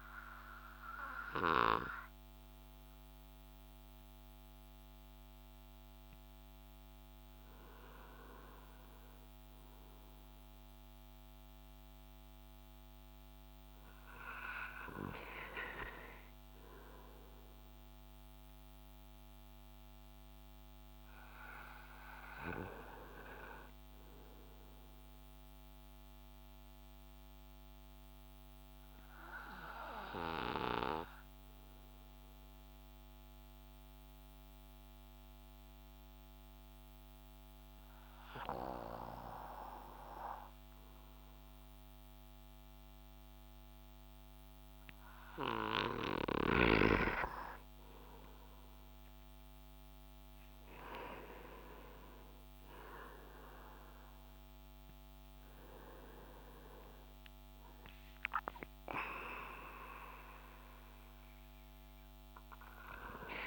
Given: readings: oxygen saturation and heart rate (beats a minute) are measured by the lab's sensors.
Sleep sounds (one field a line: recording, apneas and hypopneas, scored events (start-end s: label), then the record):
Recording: breathing in sleep by a microphone on the trachea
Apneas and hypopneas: 1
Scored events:
25.50-45.00 s: mixed apnea (oxygen 95% before, 90% lowest)
47.00-51.00 s: arousal
50.00-63.47 s: oxygen desaturation (device-marked, oxygen 95% before, 90% lowest)
From the record:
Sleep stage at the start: N2 (light sleep)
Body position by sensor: on the back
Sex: male